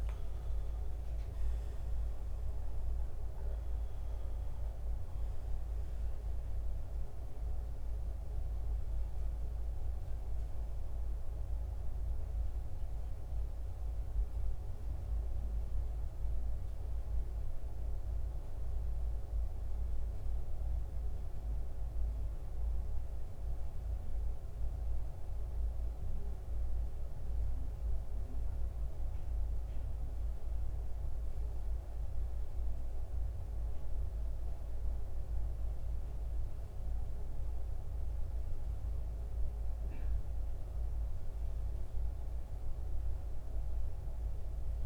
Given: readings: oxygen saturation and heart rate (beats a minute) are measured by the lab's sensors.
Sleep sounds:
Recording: breathing in sleep, hard to hear, by a room microphone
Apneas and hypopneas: none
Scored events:
5.50-44.86 s: new sleep stage, REM sleep
9.50-35.50 s: oxygen desaturation (device-marked, oxygen 92% before, 85% lowest, heart rate 74 before, 70 extreme)
From the record:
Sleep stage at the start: N2 (light sleep)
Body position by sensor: on the back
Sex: male

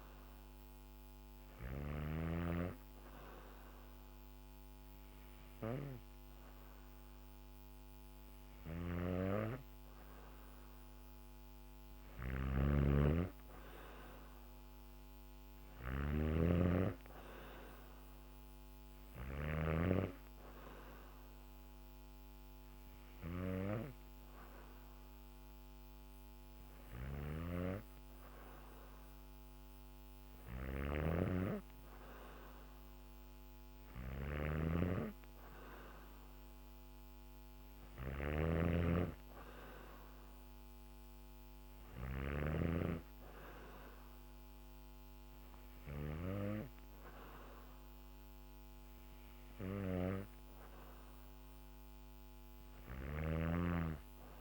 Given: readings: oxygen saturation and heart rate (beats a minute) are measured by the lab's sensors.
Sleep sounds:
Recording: breathing in sleep by a microphone on the trachea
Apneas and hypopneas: none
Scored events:
0.00-1.50 s: snoring (device-marked)
8.00-19.00 s: snoring (device-marked)
30.00-42.00 s: snoring (device-marked)
52.00-54.41 s: snoring (device-marked)
From the record:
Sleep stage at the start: N2 (light sleep)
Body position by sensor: on the back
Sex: female

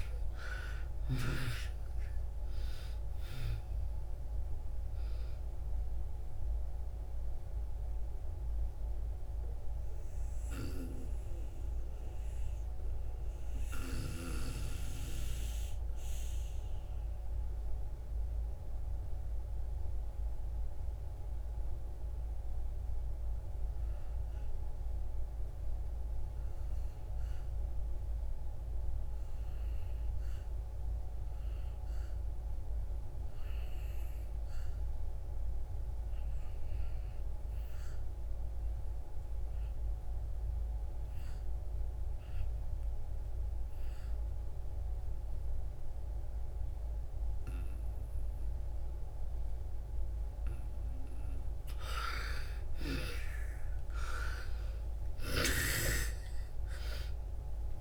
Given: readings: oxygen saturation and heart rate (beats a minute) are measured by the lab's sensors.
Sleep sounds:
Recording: breathing in sleep by a room microphone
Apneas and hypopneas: 1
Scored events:
0.00-24.00 s: oxygen desaturation (device-marked, oxygen 78% lowest)
6.00-50.50 s: mixed apnea (oxygen 98% before, 76% lowest)
37.00-57.81 s: oxygen desaturation (device-marked, oxygen 98% before, 76% lowest)
52.50-57.00 s: arousal
From the record:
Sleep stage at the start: N2 (light sleep)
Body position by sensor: on the back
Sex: female

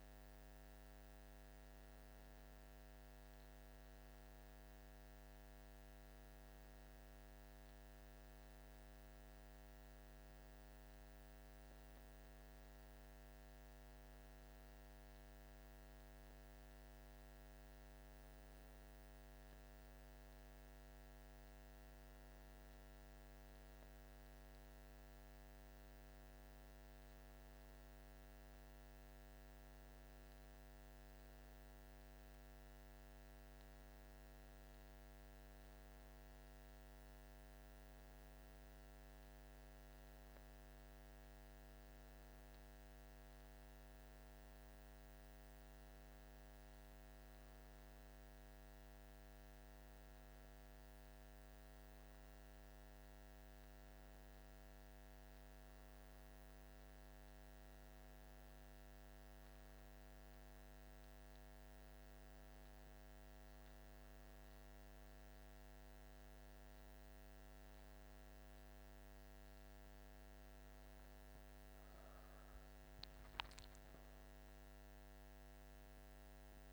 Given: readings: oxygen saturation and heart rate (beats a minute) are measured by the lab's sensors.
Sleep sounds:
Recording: breathing in sleep, hard to hear, by a microphone on the trachea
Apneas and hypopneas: none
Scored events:
none scored
From the record:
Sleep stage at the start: N1 (lightest sleep)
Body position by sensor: on the back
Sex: male

